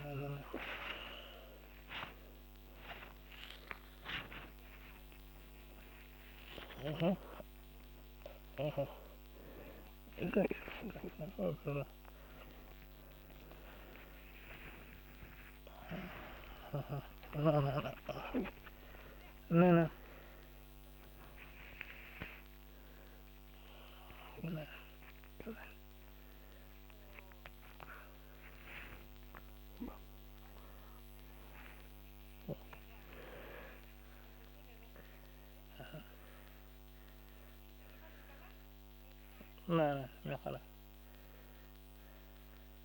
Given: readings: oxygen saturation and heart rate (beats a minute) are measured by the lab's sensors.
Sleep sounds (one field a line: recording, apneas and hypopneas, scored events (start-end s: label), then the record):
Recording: a person awake in a sleep study, by a microphone on the trachea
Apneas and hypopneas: none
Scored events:
16.50-20.00 s: snoring (device-marked)
17.50-19.50 s: long interval between heartbeats (device-marked, heart rate 58 before, 104 extreme)
29.50-31.50 s: long interval between heartbeats (device-marked, heart rate 84 before, 97 extreme)
31.50-33.50 s: long interval between heartbeats (device-marked, heart rate 91 before, 97 extreme)
From the record:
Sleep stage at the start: awake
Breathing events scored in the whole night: 231 in 5.2 hours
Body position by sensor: on the back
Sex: male